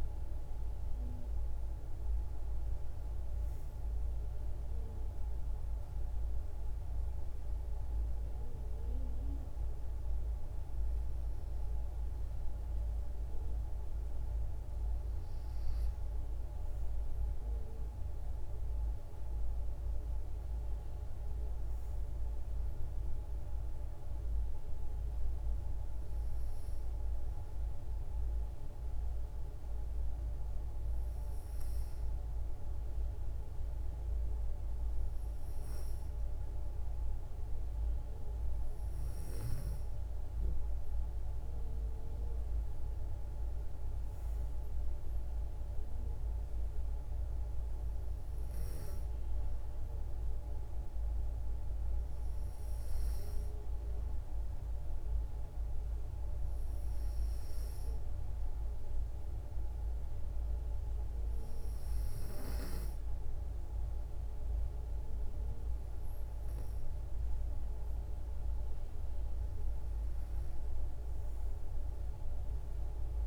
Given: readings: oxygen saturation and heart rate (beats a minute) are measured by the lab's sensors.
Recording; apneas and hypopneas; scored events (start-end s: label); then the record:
breathing in sleep, hard to hear, by a room microphone; none
67.50-72.00 s: arousal
From the record:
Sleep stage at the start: N2 (light sleep); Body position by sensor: on the back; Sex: female